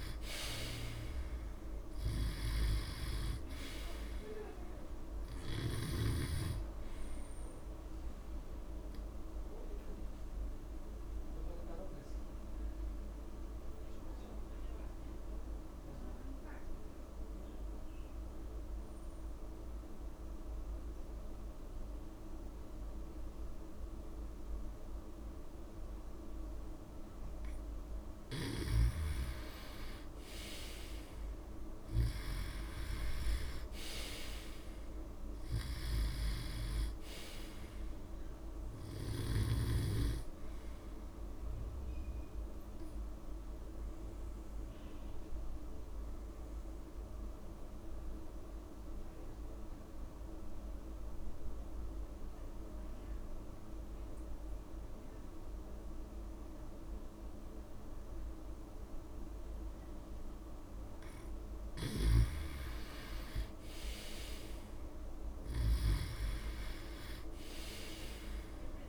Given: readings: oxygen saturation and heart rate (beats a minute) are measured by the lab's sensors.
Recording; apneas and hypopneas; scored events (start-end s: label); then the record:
breathing in sleep by a room microphone; 2
0.00-1.50 s: arousal
0.00-19.00 s: oxygen desaturation (device-marked, oxygen 87% lowest)
9.50-28.50 s: obstructive apnea (oxygen 98% before, 87% lowest)
30.50-34.00 s: arousal
32.00-54.00 s: oxygen desaturation (device-marked, oxygen 98% before, 88% lowest)
42.00-61.00 s: obstructive apnea (oxygen 98% before, 87% lowest)
61.00-68.89 s: oxygen desaturation (device-marked, oxygen 98% before, 87% lowest)
63.00-66.00 s: arousal
From the record:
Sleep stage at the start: N2 (light sleep); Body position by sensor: on the back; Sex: male